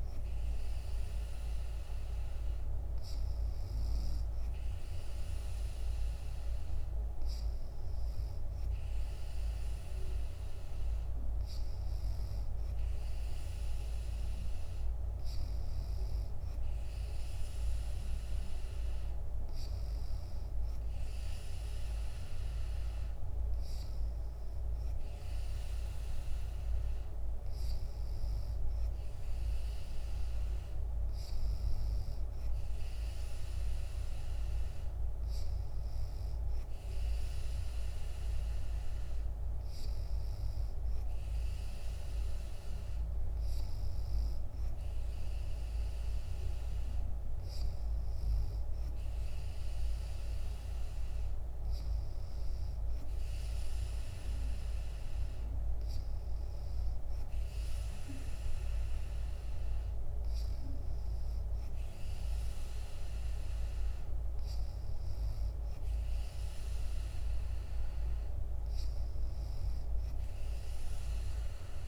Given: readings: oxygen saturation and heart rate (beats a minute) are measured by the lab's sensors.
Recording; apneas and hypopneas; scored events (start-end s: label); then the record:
breathing in sleep, hard to hear, by a room microphone; none
none scored
From the record:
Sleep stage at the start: N2 (light sleep); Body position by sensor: on the back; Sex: female